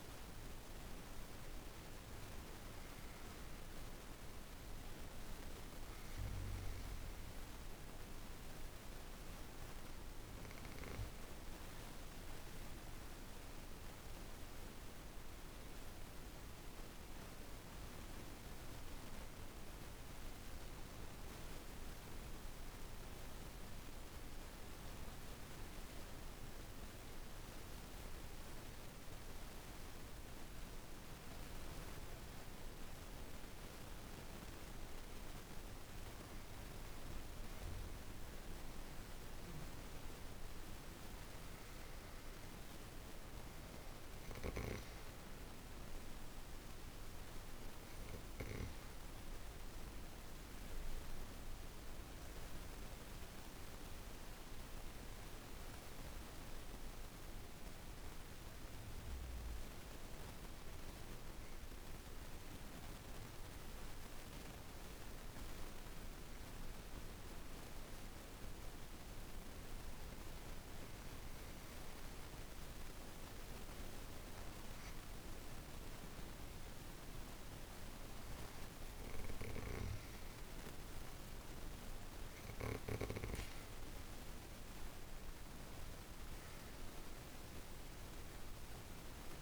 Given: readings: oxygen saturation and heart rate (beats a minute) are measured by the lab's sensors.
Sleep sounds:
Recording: breathing in sleep, hard to hear, by a room microphone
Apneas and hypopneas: 2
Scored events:
0.00-1.00 s: arousal
0.00-18.00 s: oxygen desaturation (device-marked, oxygen 84% lowest, heart rate 46 extreme)
14.50-34.00 s: obstructive apnea (oxygen 98% before, 86% lowest, heart rate 51 before, 48 extreme, up 4 after)
35.00-60.00 s: oxygen desaturation (device-marked, oxygen 98% before, 86% lowest, heart rate 51 before, 49 extreme)
37.00-41.00 s: arousal
53.00-72.50 s: obstructive apnea (oxygen 98% before, 86% lowest, heart rate 54 before, 49 extreme, up 1 after)
74.00-89.42 s: oxygen desaturation (device-marked, oxygen 98% before, 90% lowest, heart rate 51 before, 50 extreme)
79.50-84.00 s: arousal
From the record:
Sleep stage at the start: N2 (light sleep)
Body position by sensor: on the back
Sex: female

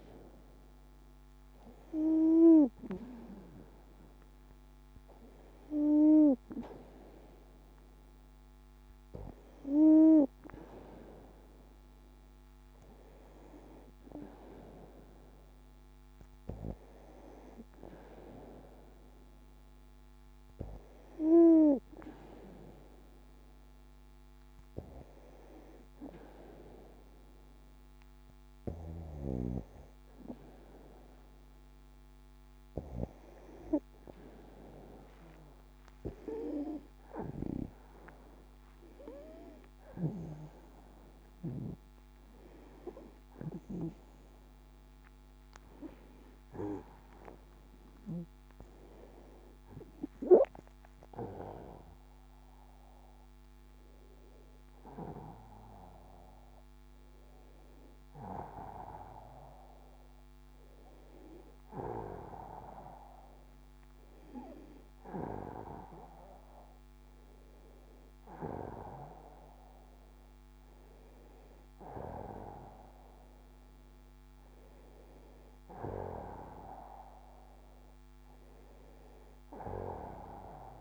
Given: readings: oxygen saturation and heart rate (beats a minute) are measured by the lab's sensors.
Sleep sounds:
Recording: breathing in sleep by a microphone on the trachea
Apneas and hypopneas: none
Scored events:
46.00-49.50 s: arousal
From the record:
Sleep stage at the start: N2 (light sleep)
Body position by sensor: on the back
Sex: female

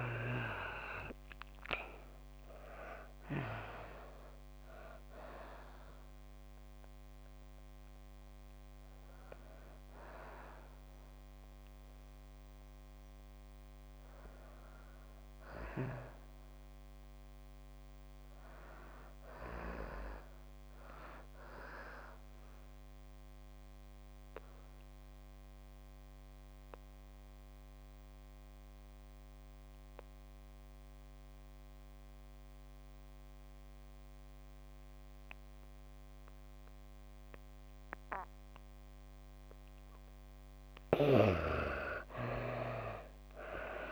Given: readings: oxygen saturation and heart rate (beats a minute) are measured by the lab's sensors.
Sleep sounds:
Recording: breathing in sleep by a microphone on the trachea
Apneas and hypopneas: 1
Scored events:
0.00-26.00 s: oxygen desaturation (device-marked, oxygen 75% lowest, heart rate 107 extreme)
4.50-39.00 s: mixed apnea (oxygen 98% before, 75% lowest, heart rate 147 before, 107 extreme, up 27 after)
39.00-43.92 s: oxygen desaturation (device-marked, oxygen 98% before, 75% lowest, heart rate 127 before, 113 extreme)
42.00-43.92 s: arousal
From the record:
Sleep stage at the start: N2 (light sleep)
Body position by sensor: on the back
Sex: female

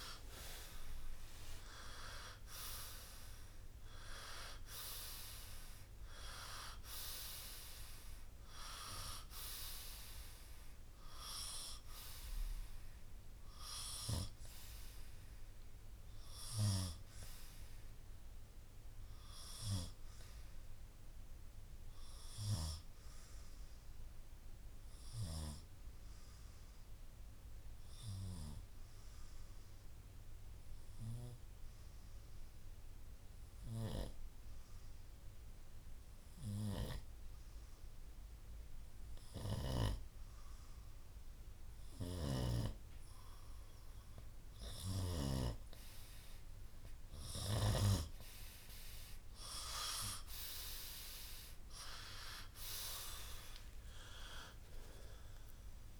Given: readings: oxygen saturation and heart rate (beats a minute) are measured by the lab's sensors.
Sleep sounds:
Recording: breathing in sleep by a room microphone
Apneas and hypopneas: 1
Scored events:
2.00-15.00 s: oxygen desaturation (device-marked, oxygen 96% before, 92% lowest, heart rate 63 before, 59 extreme)
26.50-43.00 s: obstructive apnea (oxygen 96% before, 91% lowest, heart rate 64 before, 59 extreme, up 6 after)
49.00-54.50 s: arousal
51.00-56.00 s: oxygen desaturation (device-marked, oxygen 96% before, 91% lowest, heart rate 62 before, 58 extreme)
From the record:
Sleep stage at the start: N2 (light sleep)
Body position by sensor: on the right side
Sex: male

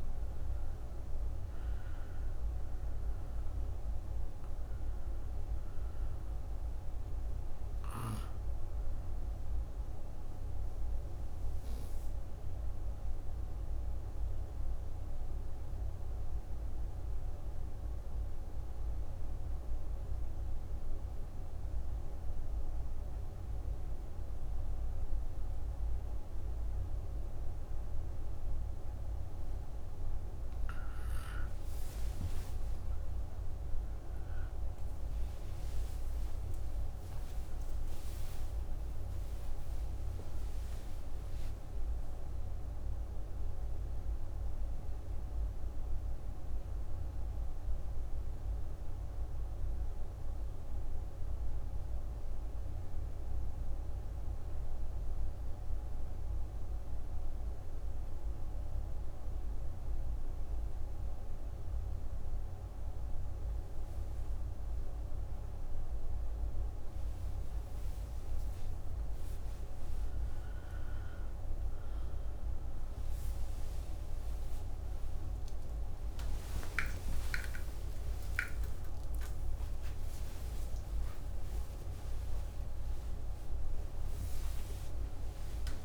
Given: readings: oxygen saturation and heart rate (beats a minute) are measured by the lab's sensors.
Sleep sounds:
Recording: breathing in sleep, hard to hear, by a room microphone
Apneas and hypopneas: 2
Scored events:
0.00-19.50 s: oxygen desaturation (device-marked, oxygen 89% lowest)
10.50-29.50 s: obstructive apnea (oxygen 98% before, 89% lowest)
33.00-40.50 s: arousal
34.50-43.50 s: oxygen desaturation (device-marked, oxygen 98% before, 94% lowest)
52.00-63.50 s: obstructive apnea (oxygen 98% before, 93% lowest, heart rate 63 before, 40 extreme, up 25 after)
82.50-85.85 s: new sleep stage, awake
From the record:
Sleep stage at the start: N2 (light sleep)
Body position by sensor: on the right side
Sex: female

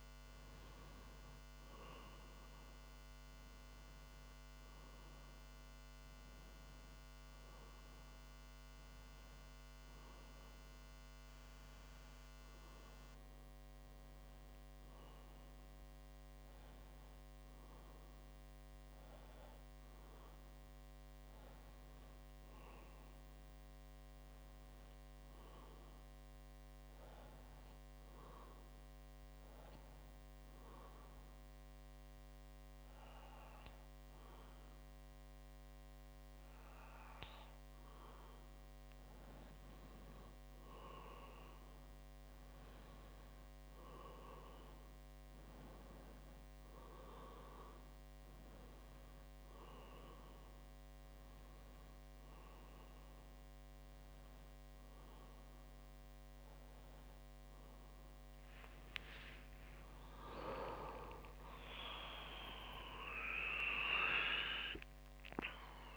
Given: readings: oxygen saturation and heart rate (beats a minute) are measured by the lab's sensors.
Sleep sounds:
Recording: breathing in sleep by a microphone on the trachea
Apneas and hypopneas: 1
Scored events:
27.50-38.50 s: obstructive apnea (oxygen 96% before, 92% lowest, heart rate 62 before, 61 extreme, up 2 after)
41.00-44.50 s: arousal
50.00-65.97 s: new sleep stage, N1 (lightest sleep)
59.00-63.00 s: arousal
61.00-65.97 s: oxygen desaturation (device-marked, oxygen 95% before, 92% lowest, heart rate 63 before, 65 extreme)
From the record:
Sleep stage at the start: N2 (light sleep)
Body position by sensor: on the back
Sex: male

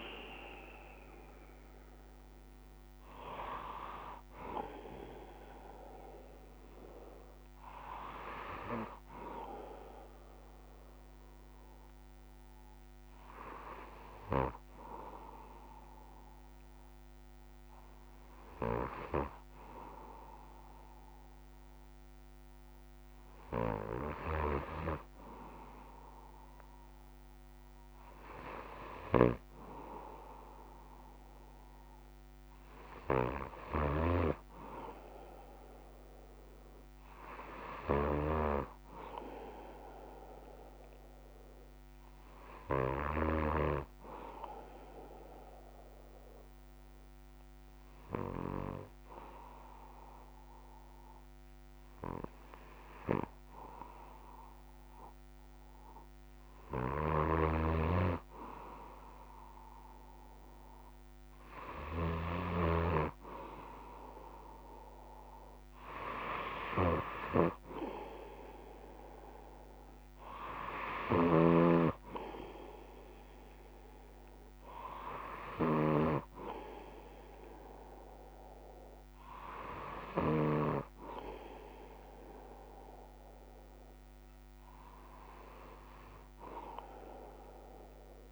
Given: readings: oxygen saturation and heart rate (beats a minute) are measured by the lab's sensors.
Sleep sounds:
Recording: breathing in sleep by a microphone on the trachea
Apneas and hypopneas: 1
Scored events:
47.00-58.00 s: hypopnea (oxygen 99% before, 96% lowest, heart rate 61 before, 61 extreme, up 1 after)
From the record:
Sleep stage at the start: N2 (light sleep)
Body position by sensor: on the left side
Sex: male

